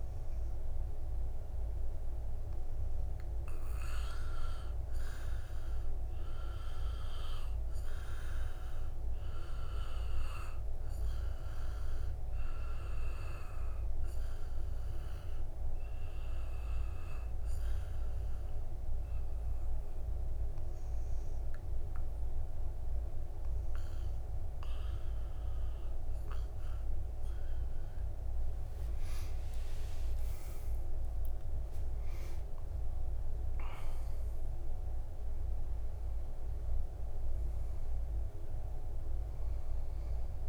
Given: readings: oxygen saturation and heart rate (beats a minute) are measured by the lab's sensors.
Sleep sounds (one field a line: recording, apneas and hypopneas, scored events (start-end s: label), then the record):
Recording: breathing in sleep, hard to hear, by a room microphone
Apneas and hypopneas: 1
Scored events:
18.00-29.00 s: obstructive apnea (oxygen 100% before, 92% lowest, heart rate 57 before, 54 extreme, up 21 after)
23.50-40.49 s: oxygen desaturation (device-marked, oxygen 97% before, 92% lowest, heart rate 60 before, 54 extreme)
29.50-33.50 s: arousal
30.50-32.50 s: long interval between heartbeats (device-marked, heart rate 62 before, 77 extreme)
From the record:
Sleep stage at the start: REM sleep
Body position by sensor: on the back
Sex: male